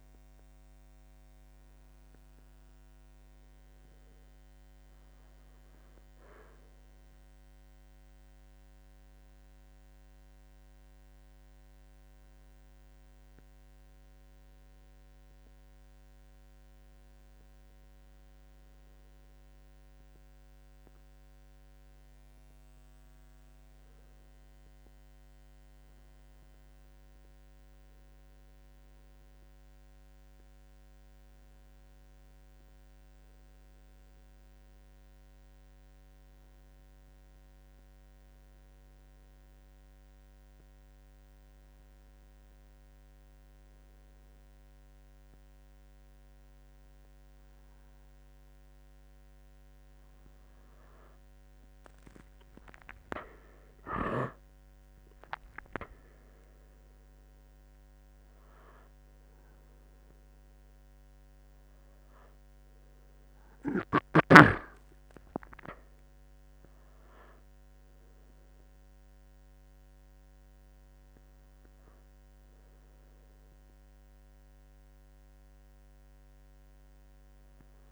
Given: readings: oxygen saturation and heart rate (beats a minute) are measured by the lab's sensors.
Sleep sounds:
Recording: breathing in sleep by a microphone on the trachea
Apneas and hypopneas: none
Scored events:
37.00-67.00 s: new sleep stage, N1 (lightest sleep)
52.50-57.00 s: arousal
67.00-77.92 s: new sleep stage, N2 (light sleep)
From the record:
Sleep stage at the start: N2 (light sleep)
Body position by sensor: on the right side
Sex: male

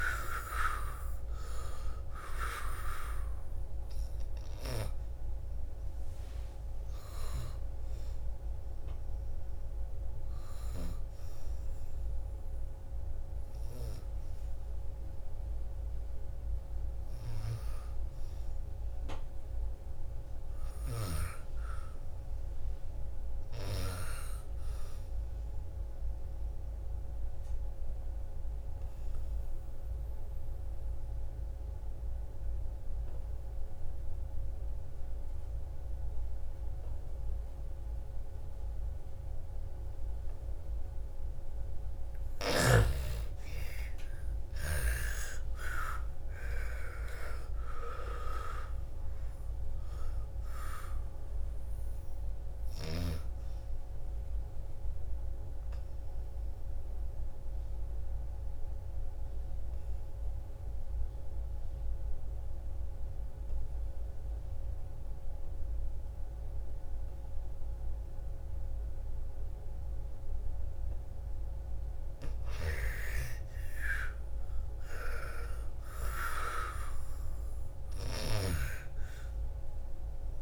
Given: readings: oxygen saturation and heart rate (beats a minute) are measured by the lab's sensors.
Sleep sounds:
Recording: breathing in sleep by a room microphone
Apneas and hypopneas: 3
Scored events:
0.50-14.50 s: oxygen desaturation (device-marked, oxygen 99% before, 86% lowest, heart rate 56 before, 57 extreme)
8.00-18.00 s: hypopnea (oxygen 99% before, 82% lowest, heart rate 61 before, 57 extreme, up 3 after)
19.50-23.00 s: arousal
26.50-41.50 s: obstructive apnea (oxygen 98% before, 82% lowest, heart rate 63 before, 57 extreme, up 13 after)
41.50-68.50 s: oxygen desaturation (device-marked, oxygen 95% before, 82% lowest, heart rate 60 before, 57 extreme)
43.50-47.50 s: arousal
54.50-70.00 s: obstructive apnea (oxygen 97% before, 82% lowest, heart rate 64 before, 57 extreme, up 12 after)
71.50-75.50 s: arousal
72.00-78.50 s: snoring (device-marked)
75.50-80.42 s: oxygen desaturation (device-marked, oxygen 99% before, 87% lowest, heart rate 61 before, 55 extreme)
From the record:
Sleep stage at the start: N2 (light sleep)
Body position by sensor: on the back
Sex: female

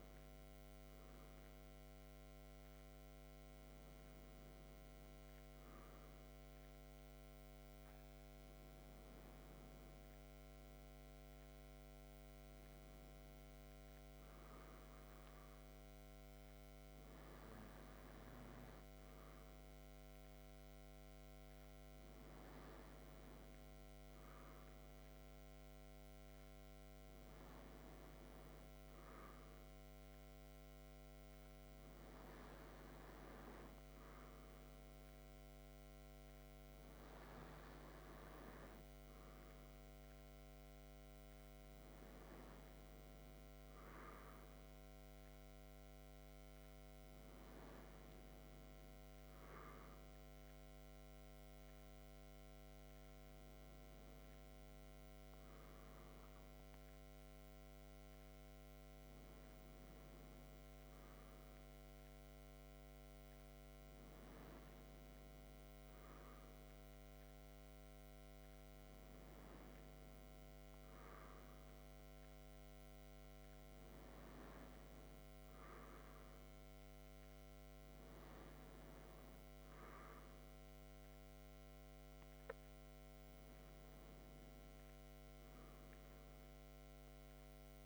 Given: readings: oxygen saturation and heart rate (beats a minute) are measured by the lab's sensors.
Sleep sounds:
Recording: breathing in sleep, hard to hear, by a microphone on the trachea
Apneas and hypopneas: none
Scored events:
none scored
From the record:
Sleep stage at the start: N2 (light sleep)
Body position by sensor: on the back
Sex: male

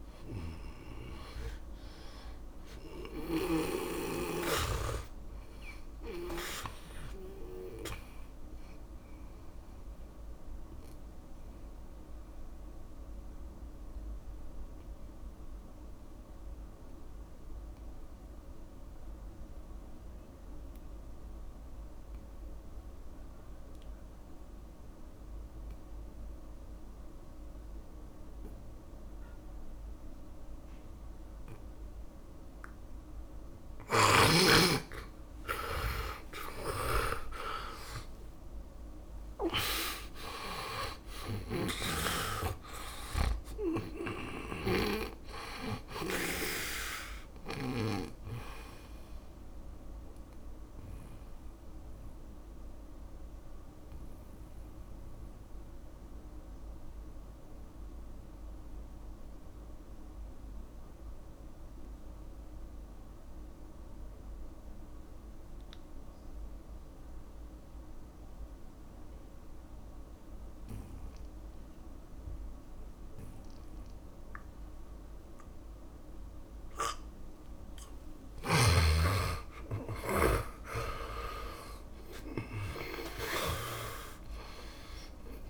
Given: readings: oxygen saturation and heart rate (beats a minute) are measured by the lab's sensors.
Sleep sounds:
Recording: breathing in sleep by a room microphone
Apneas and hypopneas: 2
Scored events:
0.00-23.50 s: oxygen desaturation (device-marked, oxygen 83% lowest, heart rate 55 extreme)
3.50-7.00 s: snoring (device-marked)
8.50-34.50 s: mixed apnea (oxygen 97% before, 80% lowest, heart rate 70 before, 55 extreme, up 19 after)
29.50-65.50 s: oxygen desaturation (device-marked, oxygen 100% before, 80% lowest, heart rate 67 before, 53 extreme)
36.00-41.00 s: arousal
37.00-48.50 s: snoring (device-marked)
49.50-78.00 s: mixed apnea (oxygen 100% before, 80% lowest, heart rate 68 before, 53 extreme, up 14 after)
79.00-85.50 s: arousal
79.00-85.50 s: snoring (device-marked)
79.50-85.50 s: oxygen desaturation (device-marked, oxygen 100% before, 81% lowest, heart rate 56 before, 53 extreme)
From the record:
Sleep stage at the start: N2 (light sleep)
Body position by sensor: on the back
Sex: male

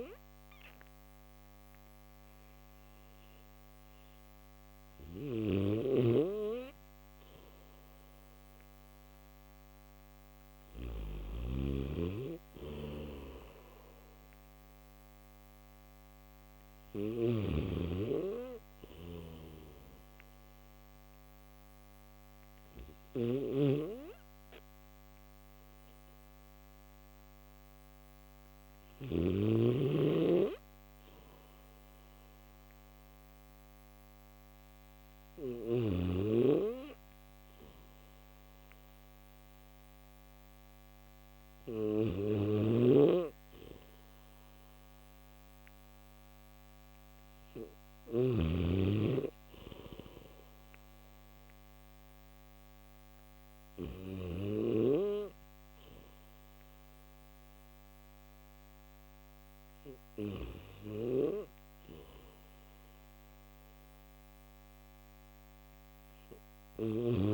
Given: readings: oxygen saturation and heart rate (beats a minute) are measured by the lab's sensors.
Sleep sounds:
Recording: breathing in sleep by a microphone on the trachea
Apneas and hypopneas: none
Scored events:
0.00-10.50 s: snoring (device-marked)
12.50-29.00 s: snoring (device-marked)
18.00-26.00 s: oxygen desaturation (device-marked, oxygen 95% before, 92% lowest, heart rate 71 before, 69 extreme)
41.50-54.00 s: snoring (device-marked)
60.50-67.00 s: snoring (device-marked)
From the record:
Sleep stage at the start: N1 (lightest sleep)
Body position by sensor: on the back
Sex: male

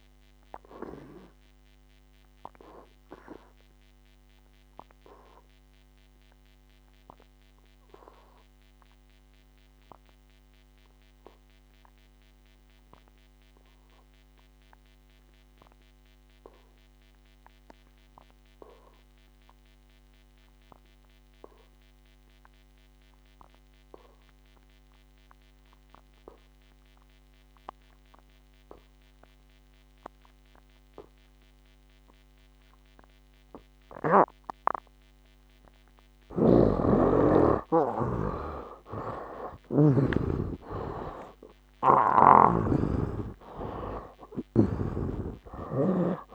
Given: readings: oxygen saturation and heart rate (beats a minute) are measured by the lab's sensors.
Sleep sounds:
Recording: breathing in sleep by a microphone on the trachea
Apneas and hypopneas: 1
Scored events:
0.00-34.50 s: oxygen desaturation (device-marked, oxygen 80% lowest, heart rate 56 extreme)
2.00-34.50 s: obstructive apnea (oxygen 99% before, 71% lowest, heart rate 66 before, 56 extreme, up 24 after)
36.50-40.00 s: snoring (device-marked)
36.50-46.35 s: oxygen desaturation (device-marked, oxygen 94% before, 71% lowest, heart rate 59 before, 57 extreme)
37.00-42.50 s: arousal
39.00-41.00 s: long interval between heartbeats (device-marked, heart rate 60 before, 77 extreme)
From the record:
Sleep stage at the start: N2 (light sleep)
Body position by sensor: on the back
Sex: male

